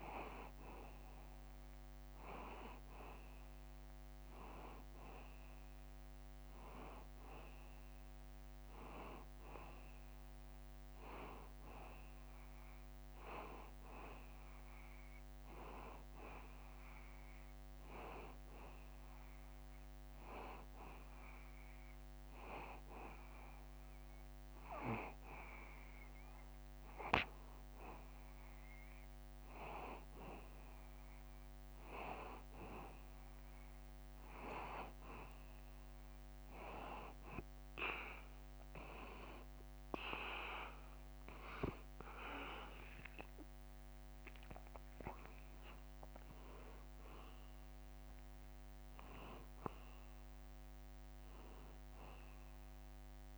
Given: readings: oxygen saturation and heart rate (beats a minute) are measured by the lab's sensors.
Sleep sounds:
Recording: breathing in sleep by a microphone on the trachea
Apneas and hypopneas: none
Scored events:
45.50-47.50 s: long interval between heartbeats (device-marked, heart rate 83 before, 84 extreme)
45.50-49.50 s: arousal
From the record:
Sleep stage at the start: N2 (light sleep)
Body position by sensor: on the back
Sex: male

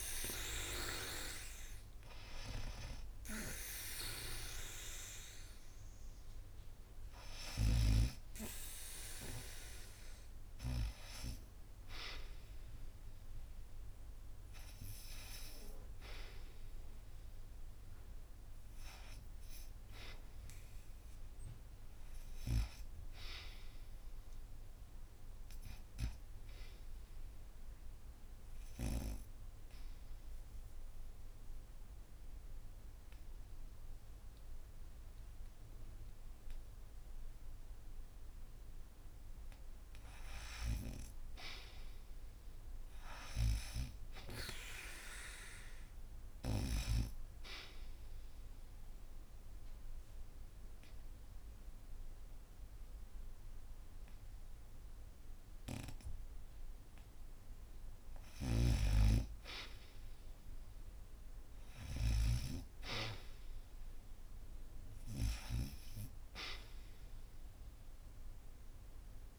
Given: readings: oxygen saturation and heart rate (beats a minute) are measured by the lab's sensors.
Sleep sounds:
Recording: breathing in sleep by a room microphone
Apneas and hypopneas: 2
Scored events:
0.00-1.00 s: arousal
18.50-22.50 s: arousal
28.00-39.00 s: obstructive apnea (oxygen 99% before, 77% lowest, heart rate 85 before, 74 extreme, up 0 after)
41.00-43.50 s: arousal
41.00-64.00 s: oxygen desaturation (device-marked, oxygen 97% before, 77% lowest, heart rate 81 before, 74 extreme)
48.50-58.50 s: obstructive apnea (oxygen 99% before, 77% lowest, heart rate 78 before, 75 extreme, up 1 after)
58.00-62.00 s: snoring (device-marked)
61.50-66.00 s: arousal
From the record:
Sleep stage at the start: REM sleep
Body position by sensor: on the back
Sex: female

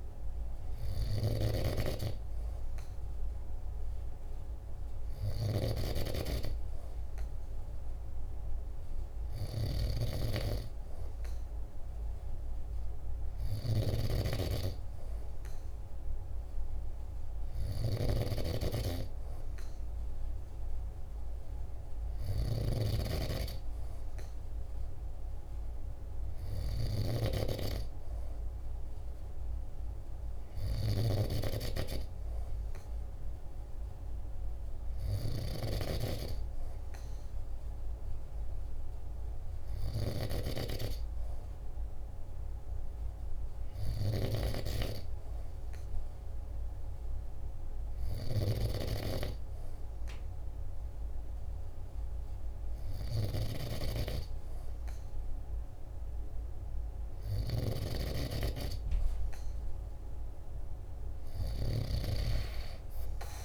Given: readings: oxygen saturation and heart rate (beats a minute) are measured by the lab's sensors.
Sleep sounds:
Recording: breathing in sleep by a room microphone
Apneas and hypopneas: none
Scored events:
0.00-39.50 s: snoring (device-marked)
56.50-61.50 s: snoring (device-marked)
From the record:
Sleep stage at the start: N2 (light sleep)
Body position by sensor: on the back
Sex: male

